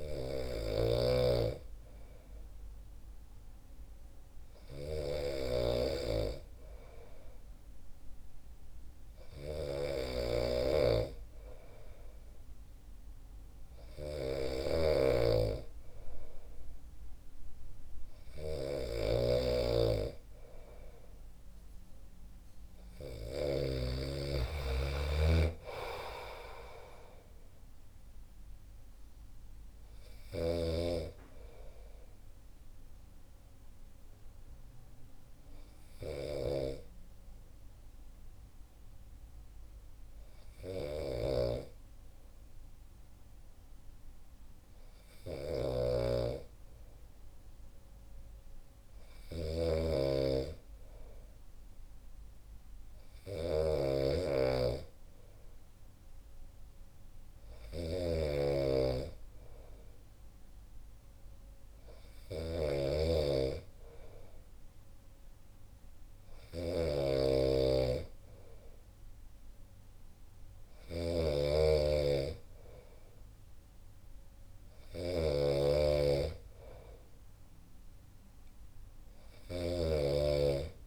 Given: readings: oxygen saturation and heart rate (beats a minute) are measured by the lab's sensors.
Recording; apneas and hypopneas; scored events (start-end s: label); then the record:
breathing in sleep by a room microphone; 1
0.00-24.00 s: snoring (device-marked)
24.50-29.00 s: arousal
30.50-80.87 s: snoring (device-marked)
32.50-49.50 s: hypopnea (oxygen 93% before, 91% lowest, heart rate 70 before, 65 extreme, up 3 after)
51.50-55.00 s: arousal
From the record:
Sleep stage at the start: N2 (light sleep); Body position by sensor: on the back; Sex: male